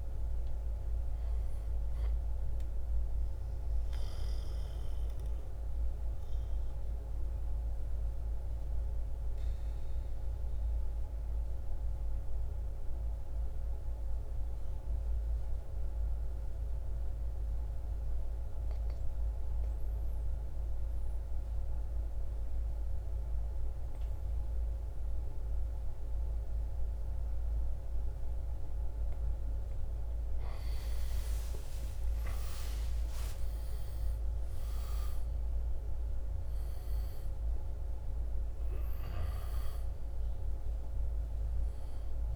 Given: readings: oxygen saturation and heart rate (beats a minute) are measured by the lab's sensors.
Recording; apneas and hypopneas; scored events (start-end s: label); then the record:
breathing in sleep, hard to hear, by a room microphone; 1
0.00-8.00 s: drop in pulse transit time (device-marked, heart rate 52 extreme)
3.50-28.50 s: obstructive apnea (oxygen 98% before, 85% lowest, heart rate 66 before, 51 extreme, up 9 after)
5.00-19.00 s: oxygen desaturation (device-marked, oxygen 96% before, 90% lowest, heart rate 66 before, 51 extreme)
30.50-36.00 s: arousal
33.00-42.35 s: oxygen desaturation (device-marked, oxygen 98% before, 85% lowest, heart rate 54 before, 52 extreme)
34.00-42.35 s: drop in pulse transit time (device-marked, heart rate 54 before, 56 extreme)
From the record:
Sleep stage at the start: N2 (light sleep); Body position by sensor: on the right side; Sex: male